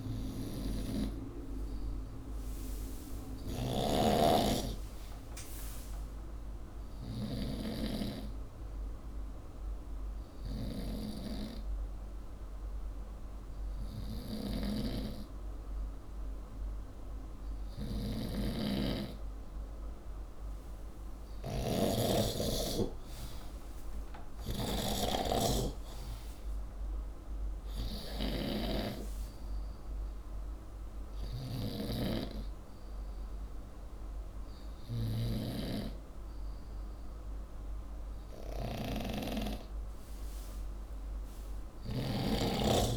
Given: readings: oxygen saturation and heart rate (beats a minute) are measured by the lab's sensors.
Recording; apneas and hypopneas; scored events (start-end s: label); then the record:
breathing in sleep by a room microphone; none
17.50-35.50 s: snoring (device-marked)
41.50-42.97 s: snoring (device-marked)
From the record:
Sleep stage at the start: N2 (light sleep); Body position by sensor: upright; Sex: male